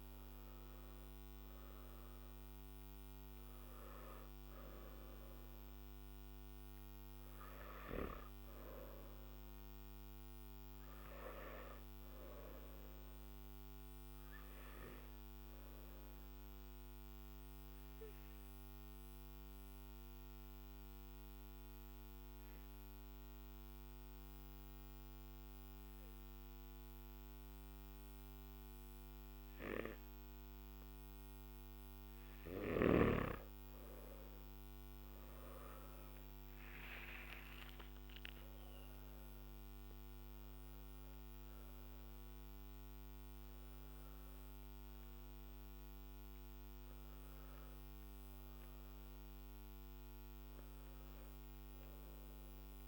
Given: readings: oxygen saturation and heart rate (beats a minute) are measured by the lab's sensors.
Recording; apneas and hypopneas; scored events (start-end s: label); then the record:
breathing in sleep by a microphone on the trachea; 1
0.00-17.00 s: oxygen desaturation (device-marked, oxygen 93% lowest, heart rate 50 extreme)
12.50-32.00 s: obstructive apnea (oxygen 98% before, 91% lowest, heart rate 54 before, 50 extreme, up 13 after)
36.00-52.88 s: oxygen desaturation (device-marked, oxygen 98% before, 92% lowest, heart rate 52 before, 51 extreme)
From the record:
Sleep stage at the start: N1 (lightest sleep); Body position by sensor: on the back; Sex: male